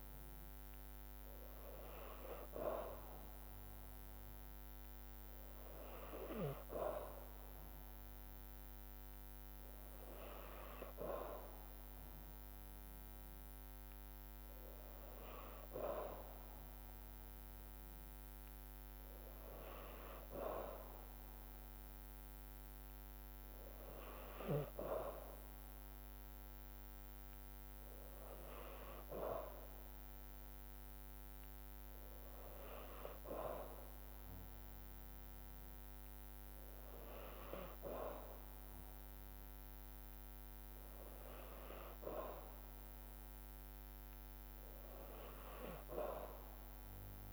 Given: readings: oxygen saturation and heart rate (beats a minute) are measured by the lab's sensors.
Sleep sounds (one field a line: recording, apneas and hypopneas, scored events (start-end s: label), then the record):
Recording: breathing in sleep by a microphone on the trachea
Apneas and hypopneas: none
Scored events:
16.00-28.00 s: drop in pulse transit time (device-marked, heart rate 54 before, 52 extreme)
From the record:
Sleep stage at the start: N2 (light sleep)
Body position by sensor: on the back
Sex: female